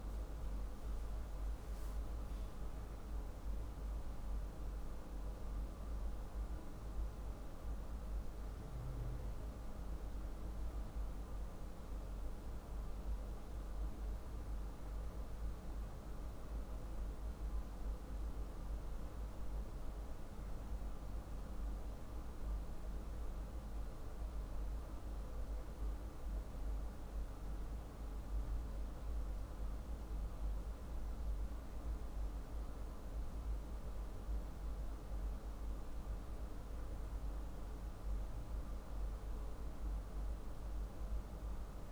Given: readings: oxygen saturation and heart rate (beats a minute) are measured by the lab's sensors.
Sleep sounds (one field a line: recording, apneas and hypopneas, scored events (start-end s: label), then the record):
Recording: breathing in sleep, hard to hear, by a room microphone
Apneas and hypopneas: none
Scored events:
none scored
From the record:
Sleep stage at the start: N2 (light sleep)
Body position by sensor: on the back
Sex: male